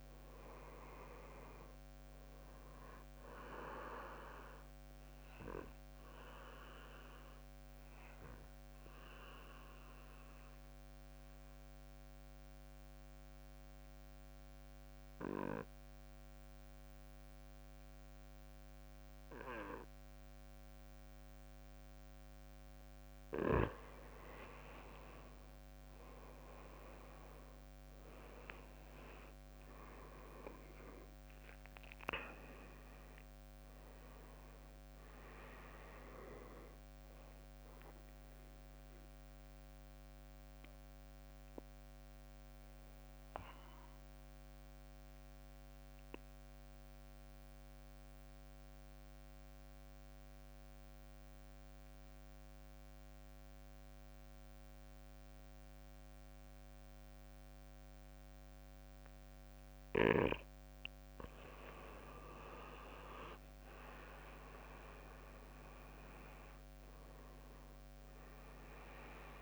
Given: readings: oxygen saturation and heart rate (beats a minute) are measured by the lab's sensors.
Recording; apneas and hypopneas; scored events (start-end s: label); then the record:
breathing in sleep by a microphone on the trachea; 2
0.00-18.00 s: oxygen desaturation (device-marked, oxygen 93% lowest, heart rate 54 extreme)
7.00-23.50 s: obstructive apnea (oxygen 98% before, 91% lowest, heart rate 65 before, 54 extreme, up 14 after)
26.00-41.00 s: drop in pulse transit time (device-marked, heart rate 59 before, 60 extreme)
26.50-32.00 s: arousal
29.00-47.00 s: oxygen desaturation (device-marked, oxygen 98% before, 92% lowest, heart rate 60 before, 54 extreme)
39.00-59.50 s: mixed apnea (oxygen 98% before, 89% lowest, heart rate 67 before, 52 extreme, up 11 after)
61.00-69.42 s: oxygen desaturation (device-marked, oxygen 98% before, 91% lowest, heart rate 58 before, 52 extreme)
62.00-67.00 s: arousal
64.00-69.42 s: drop in pulse transit time (device-marked, heart rate 60 before, 57 extreme)
From the record:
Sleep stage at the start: N2 (light sleep); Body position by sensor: on the back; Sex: male